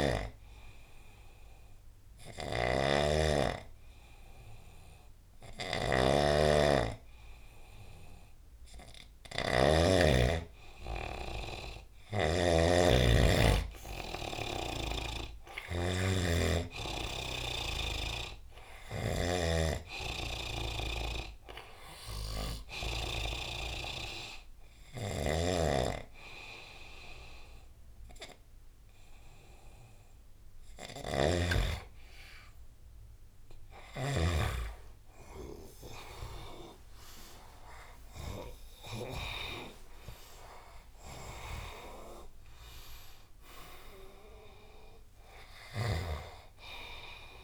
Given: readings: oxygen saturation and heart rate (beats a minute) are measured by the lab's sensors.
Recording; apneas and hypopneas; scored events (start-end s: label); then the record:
breathing in sleep by a room microphone; none
0.00-1.50 s: oxygen desaturation (device-marked, oxygen 95% lowest, heart rate 70 extreme)
0.00-9.50 s: snoring (device-marked)
11.50-22.50 s: snoring (device-marked)
24.50-39.00 s: snoring (device-marked)
38.00-42.50 s: arousal
45.00-47.44 s: snoring (device-marked)
From the record:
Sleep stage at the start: N2 (light sleep); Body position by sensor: on the right side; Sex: male